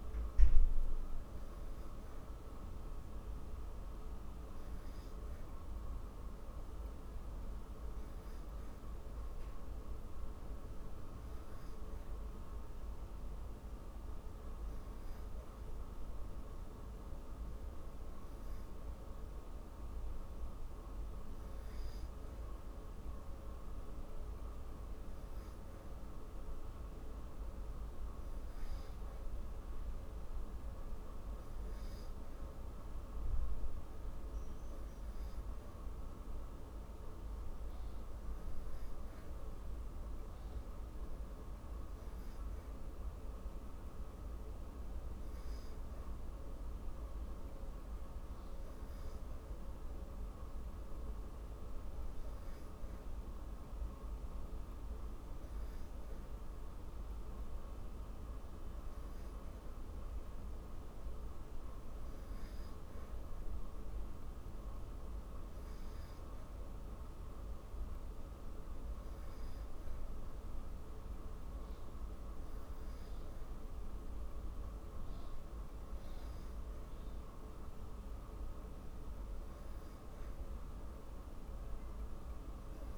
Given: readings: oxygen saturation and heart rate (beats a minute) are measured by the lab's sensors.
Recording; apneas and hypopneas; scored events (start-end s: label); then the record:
breathing in sleep, hard to hear, by a room microphone; none
none scored
From the record:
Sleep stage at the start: N3 (deep sleep); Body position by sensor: on the back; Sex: female